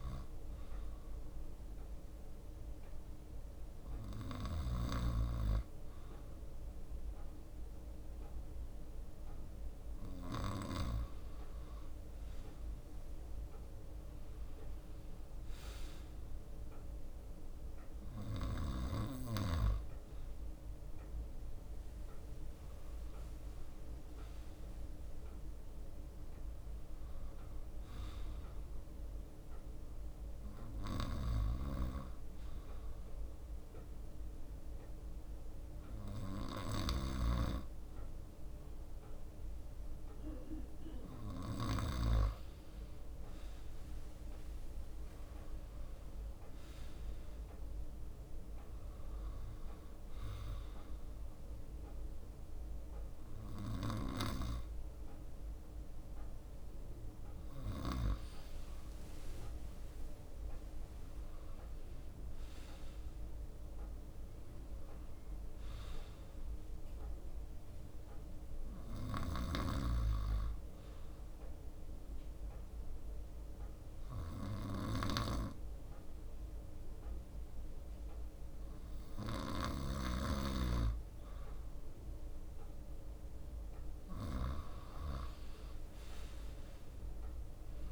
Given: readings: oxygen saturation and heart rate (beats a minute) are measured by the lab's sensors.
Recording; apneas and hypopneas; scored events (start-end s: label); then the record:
breathing in sleep by a room microphone; 1
16.50-18.00 s: leg movement (device-marked)
22.50-26.50 s: arousal
22.50-28.00 s: leg movement (device-marked)
33.50-36.50 s: leg movement (device-marked)
43.50-53.00 s: leg movement (device-marked)
58.00-66.00 s: leg movement (device-marked)
59.00-61.00 s: long interval between heartbeats (device-marked, heart rate 65 before, 73 extreme)
60.00-64.00 s: arousal
71.00-82.00 s: hypopnea (oxygen 96% before, 93% lowest, heart rate 69 before, 61 extreme, up 6 after)
72.50-83.50 s: drop in pulse transit time (device-marked, heart rate 69 before, 61 extreme)
86.50-87.92 s: oxygen desaturation (device-marked, oxygen 96% before, 93% lowest, heart rate 63 before, 62 extreme)
From the record:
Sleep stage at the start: N2 (light sleep); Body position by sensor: on the right side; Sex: male